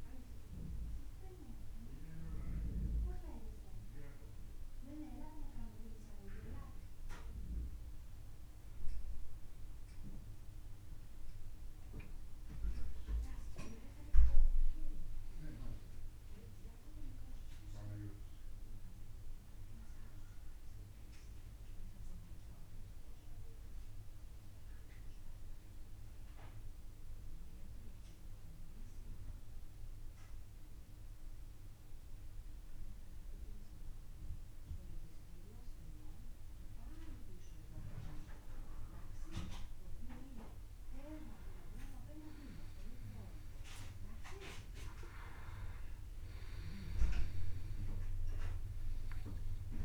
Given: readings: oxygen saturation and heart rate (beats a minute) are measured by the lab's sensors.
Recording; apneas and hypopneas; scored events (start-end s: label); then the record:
breathing in sleep by a room microphone; 1
0.00-8.50 s: oxygen desaturation (device-marked, oxygen 93% lowest, heart rate 34 extreme)
12.50-16.50 s: arousal
21.50-49.85 s: new sleep stage, N2 (light sleep)
28.00-41.00 s: obstructive apnea (oxygen 98% before, 87% lowest, heart rate 51 before, 29 extreme, up 32 after)
43.50-46.00 s: arousal
From the record:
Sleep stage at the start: N1 (lightest sleep); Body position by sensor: on the back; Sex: male